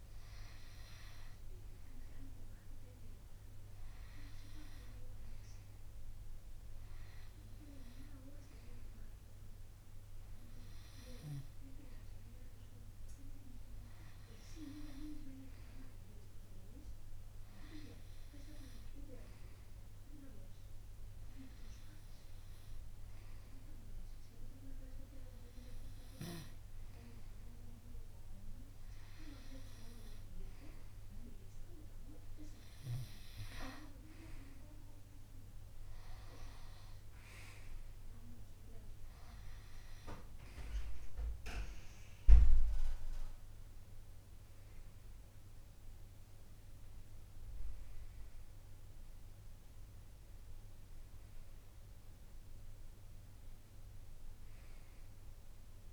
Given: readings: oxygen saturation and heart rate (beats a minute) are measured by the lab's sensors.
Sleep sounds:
breathing in sleep by a room microphone; none
none scored
From the record:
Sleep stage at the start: N2 (light sleep); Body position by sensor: on the right side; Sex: male

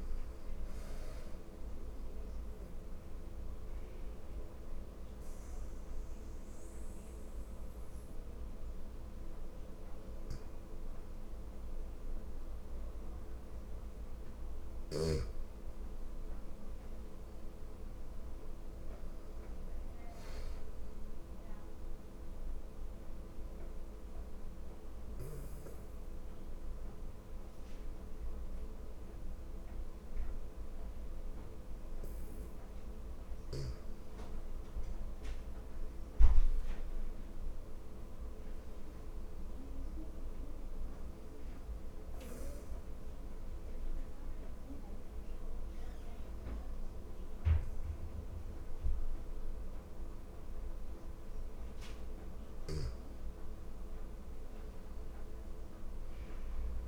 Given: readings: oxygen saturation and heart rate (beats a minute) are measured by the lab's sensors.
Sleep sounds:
breathing in sleep, hard to hear, by a room microphone; 3
0.00-16.00 s: oxygen desaturation (device-marked, oxygen 86% lowest, heart rate 76 extreme)
2.00-12.50 s: obstructive apnea (oxygen 96% before, 86% lowest, heart rate 80 before, 76 extreme, up 0 after)
14.00-17.00 s: arousal
20.00-32.50 s: obstructive apnea (oxygen 97% before, 88% lowest, heart rate 80 before, 76 extreme)
25.00-35.00 s: oxygen desaturation (device-marked, oxygen 97% before, 91% lowest, heart rate 80 before, 76 extreme)
34.50-37.50 s: arousal
41.00-56.00 s: oxygen desaturation (device-marked, oxygen 96% before, 89% lowest, heart rate 77 before, 75 extreme)
42.00-52.00 s: obstructive apnea (oxygen 97% before, 87% lowest, heart rate 77 before, 75 extreme, up 2 after)
54.00-56.88 s: arousal
From the record:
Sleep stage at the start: N2 (light sleep); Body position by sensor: on the back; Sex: female

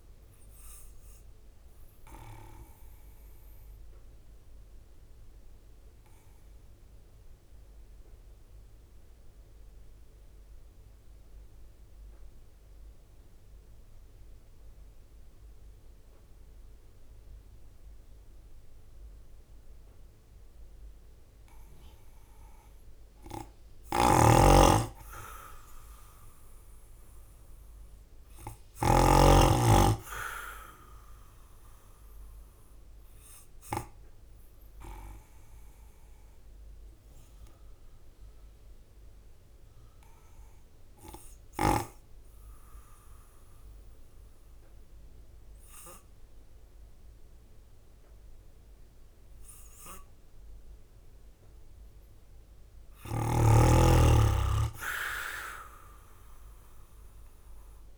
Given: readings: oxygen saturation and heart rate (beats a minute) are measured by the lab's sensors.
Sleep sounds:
breathing in sleep by a room microphone; 2
0.00-9.00 s: drop in pulse transit time (device-marked, heart rate 51 extreme)
1.50-20.00 s: obstructive apnea (oxygen 97% before, 92% lowest, heart rate 51 before, 49 extreme, up 5 after)
15.00-26.00 s: oxygen desaturation (device-marked, oxygen 98% before, 94% lowest, heart rate 52 before, 49 extreme)
23.50-28.50 s: snoring (device-marked)
26.00-31.00 s: arousal
27.00-41.00 s: drop in pulse transit time (device-marked, heart rate 51 before, 49 extreme)
37.00-50.50 s: obstructive apnea (oxygen 98% before, 92% lowest, heart rate 52 before, 49 extreme, up 9 after)
51.50-55.00 s: arousal
55.00-57.98 s: oxygen desaturation (device-marked, oxygen 96% before, 92% lowest, heart rate 50 before, 48 extreme)
From the record:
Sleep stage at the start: N2 (light sleep); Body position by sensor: on the right side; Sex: male

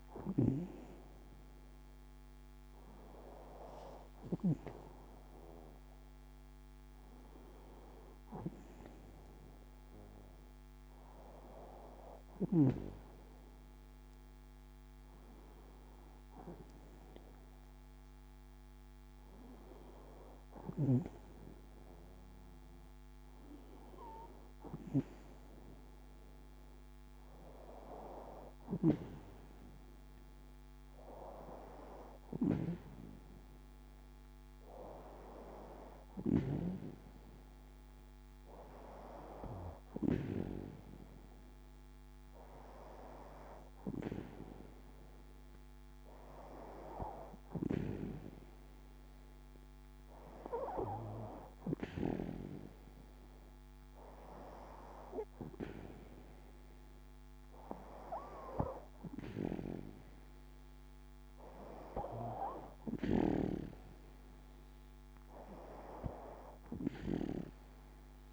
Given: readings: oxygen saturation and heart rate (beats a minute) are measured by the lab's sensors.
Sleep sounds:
a person partly awake in a sleep study, by a microphone on the trachea; none
0.00-4.50 s: snoring (device-marked)
31.00-61.00 s: new sleep stage, N1 (lightest sleep)
61.00-68.32 s: new sleep stage, N2 (light sleep)
From the record:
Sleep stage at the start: awake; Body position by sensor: on the back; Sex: female

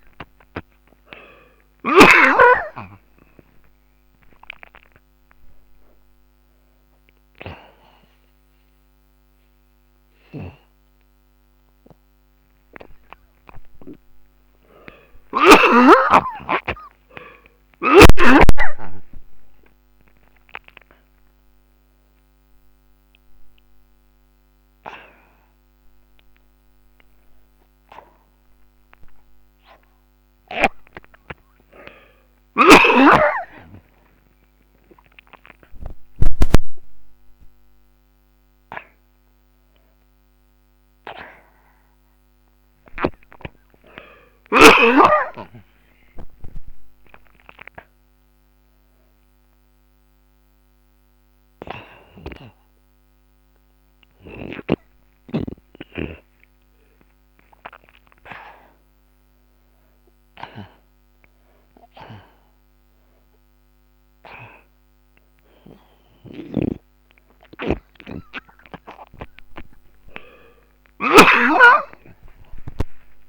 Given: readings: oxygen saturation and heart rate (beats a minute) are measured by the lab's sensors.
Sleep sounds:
a person awake in a sleep study, by a microphone on the trachea; none
0.00-2.50 s: snoring (device-marked)
0.00-9.00 s: oxygen desaturation (device-marked, oxygen 93% lowest, heart rate 28 extreme)
28.00-40.00 s: oxygen desaturation (device-marked, oxygen 96% before, 89% lowest, heart rate 72 before, 42 extreme)
66.50-71.50 s: snoring (device-marked)
From the record:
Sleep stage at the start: awake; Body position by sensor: on the back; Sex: male

